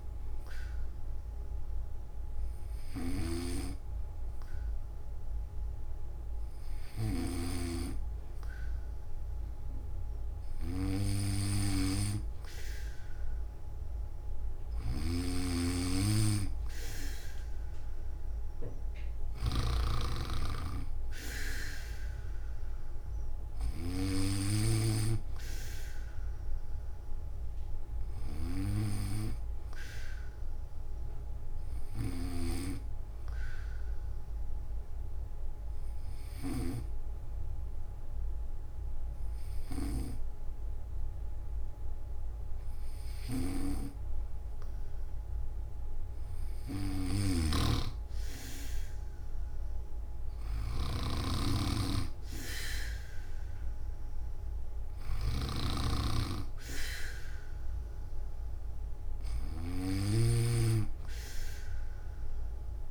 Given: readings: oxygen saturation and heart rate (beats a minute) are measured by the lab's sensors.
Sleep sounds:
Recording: breathing in sleep by a room microphone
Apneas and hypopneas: 1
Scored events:
0.00-12.50 s: oxygen desaturation (device-marked, oxygen 92% lowest, heart rate 128 extreme)
2.50-7.00 s: snoring (device-marked)
14.50-24.50 s: snoring (device-marked)
31.50-36.50 s: snoring (device-marked)
31.50-45.00 s: hypopnea (oxygen 95% before, 91% lowest, heart rate 150 before, 140 extreme, up 53 after)
46.50-59.50 s: snoring (device-marked)
57.50-62.91 s: oxygen desaturation (device-marked, oxygen 96% before, 91% lowest, heart rate 170 before, 156 extreme)
From the record:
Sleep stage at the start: N3 (deep sleep)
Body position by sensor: on the back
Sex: male

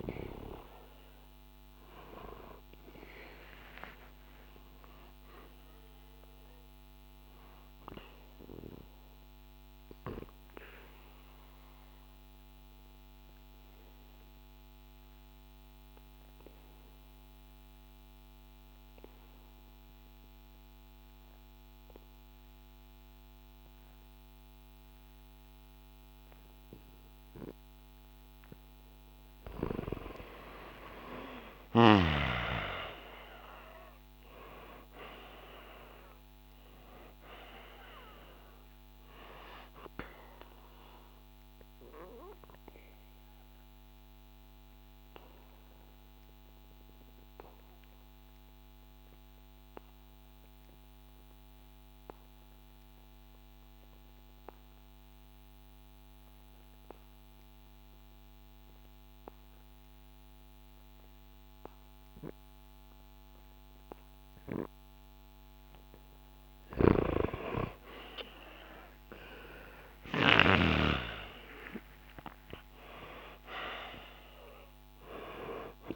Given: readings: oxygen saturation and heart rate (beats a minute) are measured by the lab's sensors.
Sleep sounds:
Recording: breathing in sleep by a microphone on the trachea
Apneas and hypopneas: 2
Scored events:
0.00-14.00 s: oxygen desaturation (device-marked, oxygen 90% lowest, heart rate 60 extreme)
11.00-28.00 s: obstructive apnea (oxygen 98% before, 90% lowest, heart rate 65 before, 64 extreme, up 1 after)
30.00-35.00 s: arousal
32.00-47.00 s: oxygen desaturation (device-marked, oxygen 98% before, 92% lowest, heart rate 67 before, 54 extreme)
41.50-66.00 s: obstructive apnea (oxygen 98% before, 89% lowest, heart rate 66 before, 54 extreme, up 0 after)
66.50-70.50 s: snoring (device-marked)
67.50-72.00 s: arousal
74.00-75.96 s: oxygen desaturation (device-marked, oxygen 98% before, 89% lowest, heart rate 63 before, 62 extreme)
From the record:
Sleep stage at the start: N2 (light sleep)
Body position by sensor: on the back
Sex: male

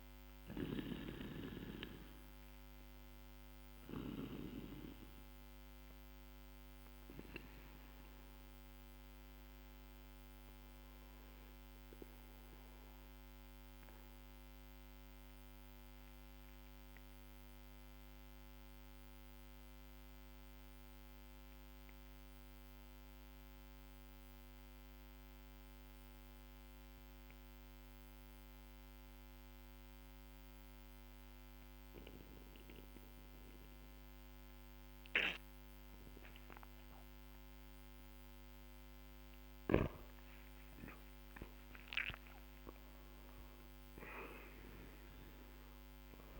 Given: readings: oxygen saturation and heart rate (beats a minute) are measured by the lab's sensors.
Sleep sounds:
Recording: breathing in sleep by a microphone on the trachea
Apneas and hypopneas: 1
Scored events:
10.50-40.50 s: new sleep stage, N2 (light sleep)
14.00-38.00 s: obstructive apnea (oxygen 98% before, 91% lowest, heart rate 52 before, 45 extreme, up 10 after)
40.50-46.40 s: new sleep stage, awake
43.50-46.40 s: oxygen desaturation (device-marked, oxygen 98% before, 91% lowest, heart rate 55 before, 45 extreme)
From the record:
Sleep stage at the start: N1 (lightest sleep)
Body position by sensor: on the back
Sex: male

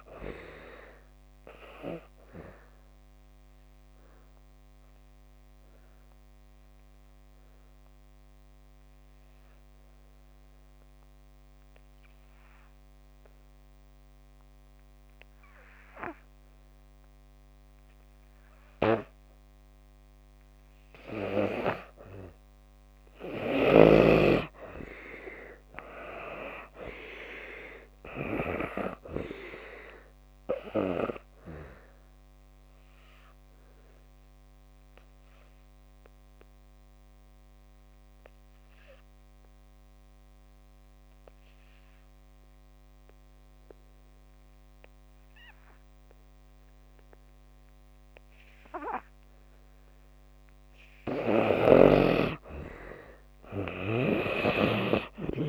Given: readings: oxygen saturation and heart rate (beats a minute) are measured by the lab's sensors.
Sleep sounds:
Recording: breathing in sleep by a microphone on the trachea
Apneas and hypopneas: 2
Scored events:
0.00-20.50 s: oxygen desaturation (device-marked, oxygen 76% lowest)
2.00-20.50 s: obstructive apnea (oxygen 97% before, 76% lowest)
22.50-25.50 s: arousal
22.50-50.50 s: oxygen desaturation (device-marked, oxygen 95% before, 76% lowest)
31.50-50.50 s: obstructive apnea (oxygen 95% before, 76% lowest)
52.50-55.48 s: arousal
52.50-55.48 s: oxygen desaturation (device-marked, oxygen 95% before, 76% lowest)
From the record:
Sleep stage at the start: N2 (light sleep)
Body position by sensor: on the back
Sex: female

